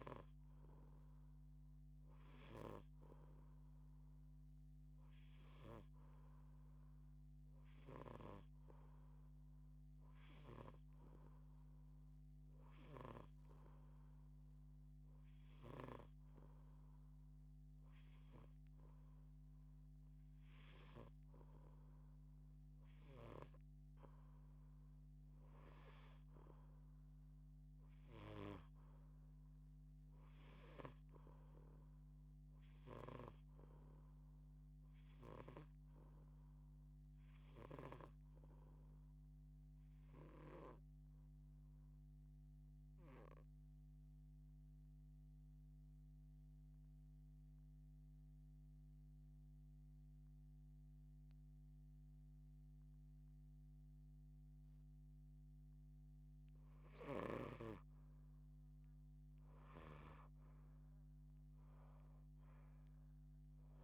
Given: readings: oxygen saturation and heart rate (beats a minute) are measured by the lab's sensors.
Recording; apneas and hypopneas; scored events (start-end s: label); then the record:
breathing in sleep by a microphone on the trachea; 1
0.00-10.50 s: snoring (device-marked)
35.00-40.00 s: snoring (device-marked)
40.00-55.50 s: obstructive apnea (oxygen 88% before, 79% lowest)
57.50-63.84 s: oxygen desaturation (device-marked, oxygen 88% before, 79% lowest, heart rate 140 before, 42 extreme)
58.00-62.00 s: arousal
From the record:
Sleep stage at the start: N2 (light sleep); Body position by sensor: on the back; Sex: female